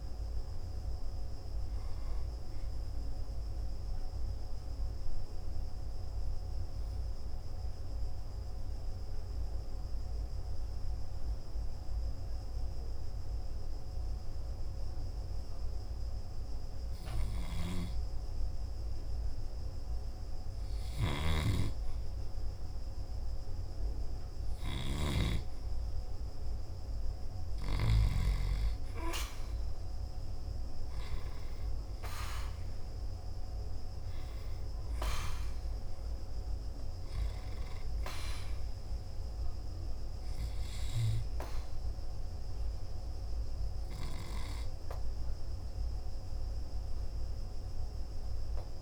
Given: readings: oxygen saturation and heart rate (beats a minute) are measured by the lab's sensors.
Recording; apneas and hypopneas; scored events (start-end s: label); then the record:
breathing in sleep by a room microphone; 1
0.00-2.50 s: oxygen desaturation (device-marked, oxygen 93% lowest, heart rate 53 extreme)
4.50-22.50 s: oxygen desaturation (device-marked, oxygen 94% before, 90% lowest, heart rate 60 before, 53 extreme)
6.50-17.50 s: obstructive apnea (oxygen 98% before, 90% lowest, heart rate 60 before, 53 extreme, up 0 after)
30.00-34.50 s: arousal
37.50-48.82 s: oxygen desaturation (device-marked, oxygen 98% before, 92% lowest, heart rate 55 before, 50 extreme)
From the record:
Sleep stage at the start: N2 (light sleep); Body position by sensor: on the back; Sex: male